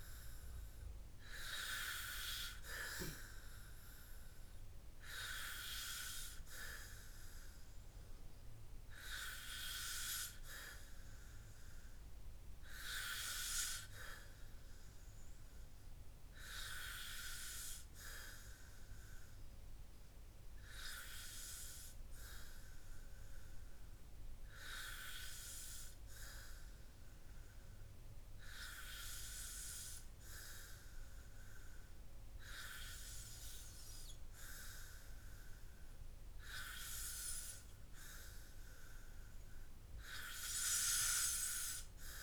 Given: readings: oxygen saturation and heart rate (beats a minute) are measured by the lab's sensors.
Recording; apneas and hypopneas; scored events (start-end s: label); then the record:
breathing in sleep by a room microphone; 1
14.00-37.50 s: hypopnea (oxygen 95% before, 94% lowest, heart rate 65 before, 56 extreme, up 12 after)
From the record:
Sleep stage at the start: N2 (light sleep); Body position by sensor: on the back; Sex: male